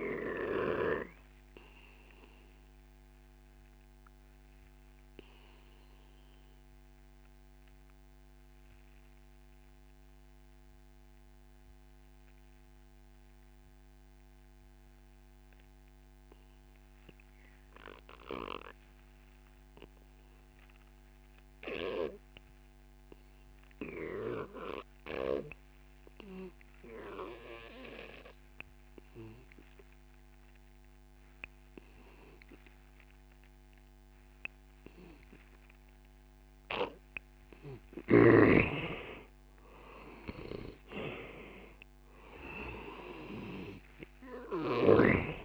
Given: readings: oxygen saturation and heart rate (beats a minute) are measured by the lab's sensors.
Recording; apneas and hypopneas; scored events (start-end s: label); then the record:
breathing in sleep by a microphone on the trachea; 1
0.00-17.50 s: oxygen desaturation (device-marked, oxygen 87% lowest)
2.50-35.50 s: obstructive apnea (oxygen 97% before, 87% lowest)
34.50-45.45 s: oxygen desaturation (device-marked, oxygen 97% before, 87% lowest)
38.00-42.00 s: arousal
From the record:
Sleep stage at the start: N2 (light sleep); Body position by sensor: on the back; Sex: male